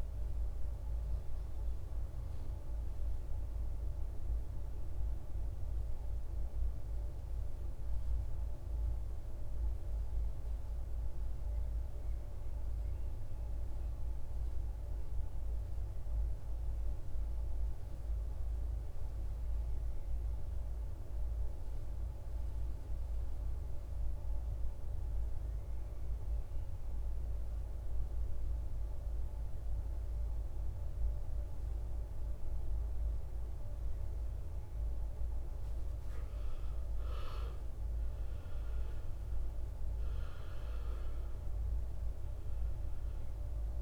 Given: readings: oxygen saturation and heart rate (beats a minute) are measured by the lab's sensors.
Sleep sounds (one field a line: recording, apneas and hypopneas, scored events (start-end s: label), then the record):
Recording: breathing in sleep, hard to hear, by a room microphone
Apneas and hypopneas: 1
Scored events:
0.00-2.00 s: arousal
5.50-30.00 s: hypopnea (oxygen 98% before, 88% lowest, heart rate 54 before, 53 extreme, up 18 after)
21.50-43.81 s: oxygen desaturation (device-marked, oxygen 96% before, 88% lowest, heart rate 55 before, 60 extreme)
33.50-37.50 s: arousal
From the record:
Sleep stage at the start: REM sleep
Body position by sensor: on the right side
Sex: male